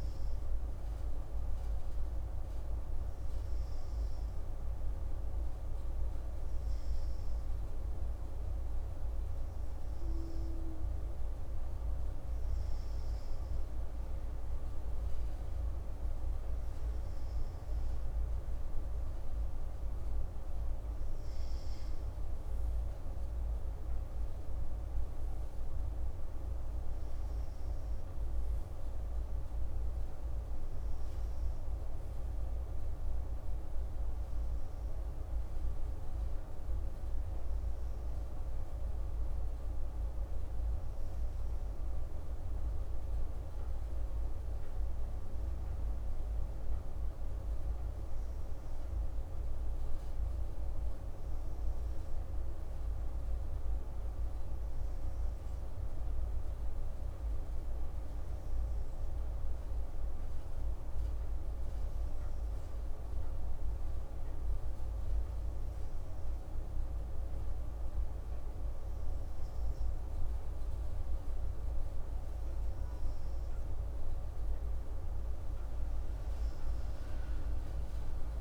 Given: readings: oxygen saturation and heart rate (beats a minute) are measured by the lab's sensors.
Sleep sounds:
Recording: breathing in sleep, hard to hear, by a room microphone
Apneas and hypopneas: none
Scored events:
none scored
From the record:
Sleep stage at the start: N2 (light sleep)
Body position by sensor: on the right side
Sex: male

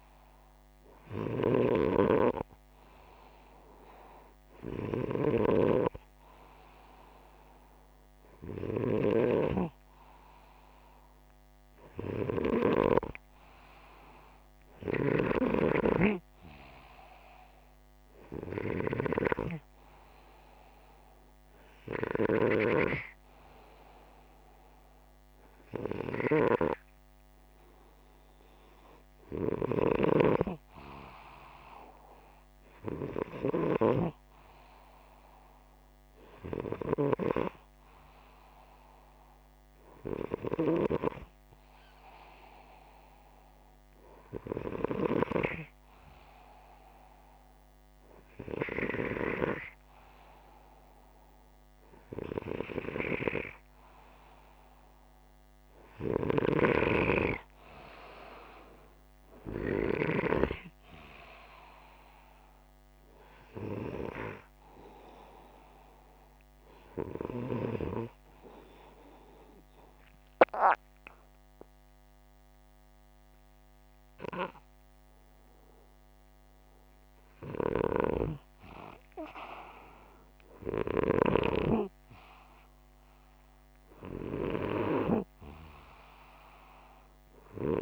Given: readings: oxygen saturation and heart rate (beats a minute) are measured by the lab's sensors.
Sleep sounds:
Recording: breathing in sleep by a microphone on the trachea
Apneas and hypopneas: 1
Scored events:
15.00-18.50 s: snoring (device-marked)
58.50-63.00 s: arousal
68.50-78.50 s: obstructive apnea (oxygen 93% before, 90% lowest)
80.00-84.50 s: arousal
From the record:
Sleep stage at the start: N2 (light sleep)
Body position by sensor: upright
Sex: male

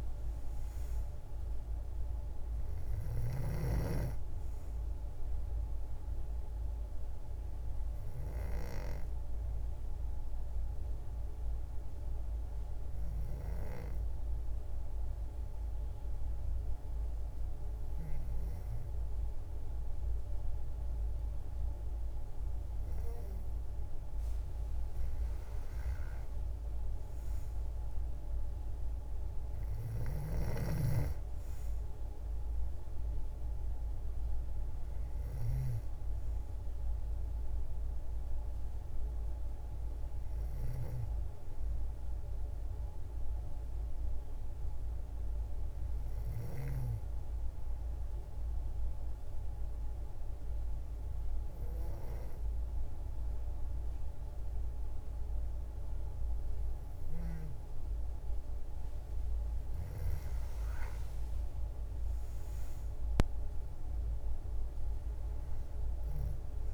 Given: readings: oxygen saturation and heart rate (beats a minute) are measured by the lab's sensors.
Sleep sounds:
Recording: breathing in sleep by a room microphone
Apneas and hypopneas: 2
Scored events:
0.00-1.50 s: arousal
9.00-24.00 s: hypopnea (oxygen 95% before, 93% lowest, heart rate 106 before, 68 extreme)
25.00-28.50 s: arousal
46.00-58.00 s: hypopnea (oxygen 96% before, 89% lowest, heart rate 111 before, 53 extreme)
61.00-65.00 s: arousal
From the record:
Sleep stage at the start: N2 (light sleep)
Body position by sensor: on the back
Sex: female

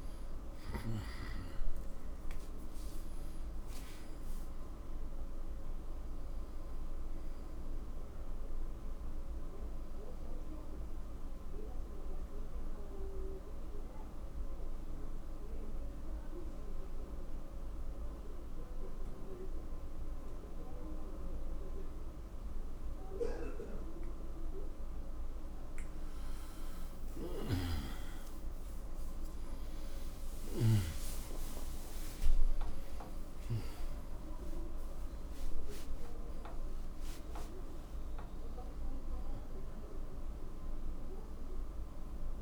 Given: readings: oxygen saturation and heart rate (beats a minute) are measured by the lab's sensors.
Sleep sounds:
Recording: breathing in sleep by a room microphone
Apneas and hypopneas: 1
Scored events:
0.00-3.00 s: arousal
11.00-25.50 s: obstructive apnea (oxygen 95% before, 91% lowest, heart rate 73 before, 62 extreme, up 27 after)
28.50-42.42 s: oxygen desaturation (device-marked, oxygen 96% before, 91% lowest, heart rate 73 before, 72 extreme)
31.00-37.00 s: arousal
From the record:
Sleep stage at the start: N2 (light sleep)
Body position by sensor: on the right side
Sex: male

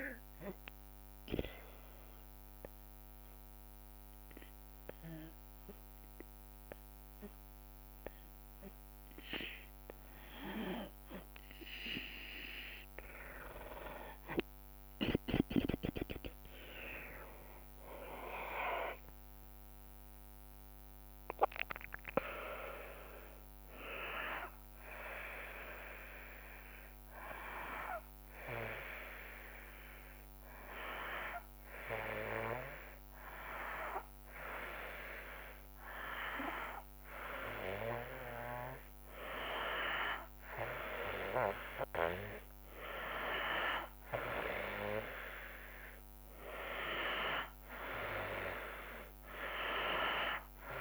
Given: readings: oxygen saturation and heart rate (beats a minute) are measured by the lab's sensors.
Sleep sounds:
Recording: breathing in sleep by a microphone on the trachea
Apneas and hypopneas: 1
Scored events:
0.00-3.00 s: drop in pulse transit time (device-marked, heart rate 65 extreme)
0.00-9.00 s: oxygen desaturation (device-marked, oxygen 94% lowest, heart rate 59 extreme)
0.50-11.00 s: obstructive apnea (oxygen 98% before, 93% lowest, heart rate 69 before, 59 extreme)
13.50-16.50 s: arousal
14.00-23.00 s: tachycardia (device-marked, heart rate 76 before, 148 extreme)
16.00-28.00 s: drop in pulse transit time (device-marked, heart rate 69 before, 77 extreme)
16.00-34.00 s: oxygen desaturation (device-marked, oxygen 98% before, 93% lowest, heart rate 69 before, 59 extreme)
From the record:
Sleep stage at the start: N2 (light sleep)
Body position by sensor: on the back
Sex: female

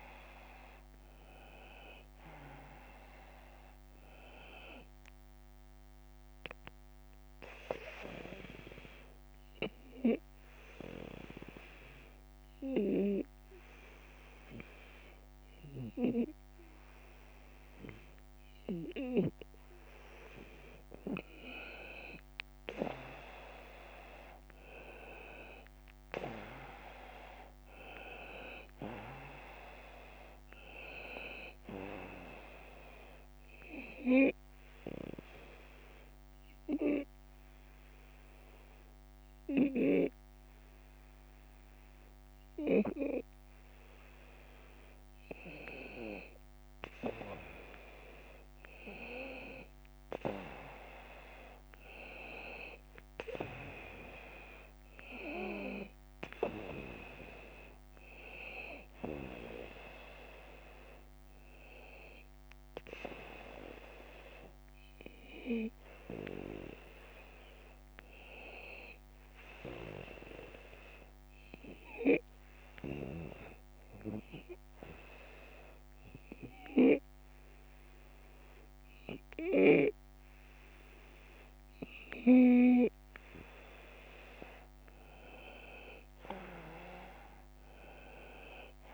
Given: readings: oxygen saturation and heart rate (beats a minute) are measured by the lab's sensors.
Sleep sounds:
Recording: breathing in sleep by a microphone on the trachea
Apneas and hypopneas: 3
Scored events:
0.00-16.00 s: oxygen desaturation (device-marked, oxygen 89% lowest)
6.00-19.50 s: obstructive apnea (oxygen 94% before, 89% lowest)
22.50-27.50 s: arousal
31.00-44.00 s: oxygen desaturation (device-marked, oxygen 94% before, 90% lowest)
33.00-46.00 s: obstructive apnea (oxygen 94% before, 90% lowest)
48.50-53.00 s: arousal
73.00-84.00 s: obstructive apnea (oxygen 94% before, 90% lowest)
85.50-88.94 s: arousal
From the record:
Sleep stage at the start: N2 (light sleep)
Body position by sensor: on the right side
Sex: male

